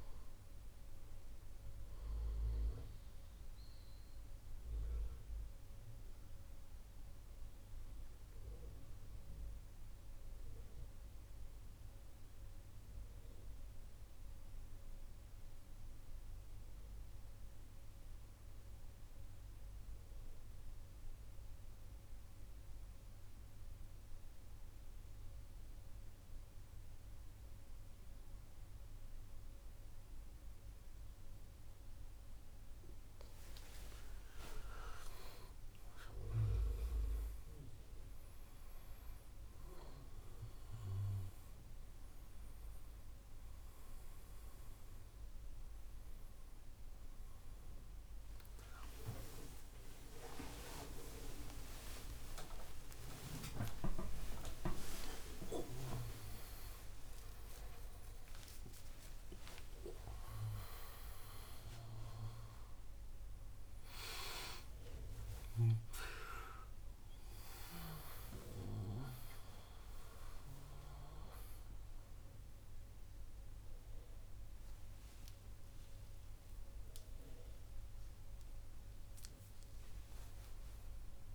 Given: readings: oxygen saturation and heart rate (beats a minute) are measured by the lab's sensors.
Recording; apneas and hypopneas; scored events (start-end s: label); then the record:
a person partly awake in a sleep study, by a room microphone; 1
3.00-32.50 s: mixed apnea (oxygen 99% before, 93% lowest, heart rate 114 before, 29 extreme, up 7 after)
32.00-57.00 s: oxygen desaturation (device-marked, oxygen 98% before, 93% lowest)
45.00-75.00 s: new sleep stage, awake
75.00-81.35 s: new sleep stage, N2 (light sleep)
From the record:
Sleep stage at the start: N2 (light sleep); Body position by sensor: on the right side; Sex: male